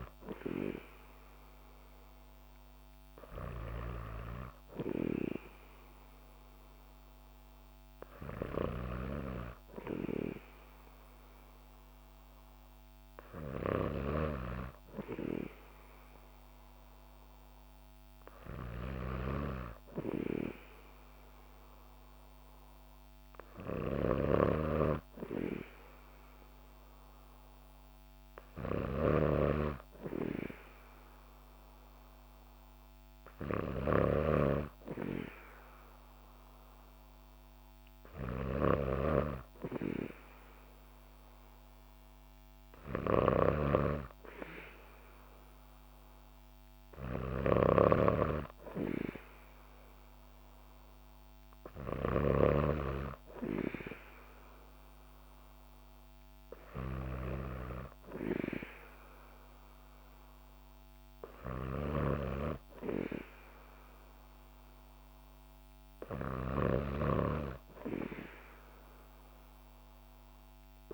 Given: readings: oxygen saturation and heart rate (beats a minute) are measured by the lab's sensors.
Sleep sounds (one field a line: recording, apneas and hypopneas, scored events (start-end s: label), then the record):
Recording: breathing in sleep by a microphone on the trachea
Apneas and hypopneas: none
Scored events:
23.50-52.00 s: snoring (device-marked)
61.50-70.94 s: snoring (device-marked)
From the record:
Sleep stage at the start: N2 (light sleep)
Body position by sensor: on the back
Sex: female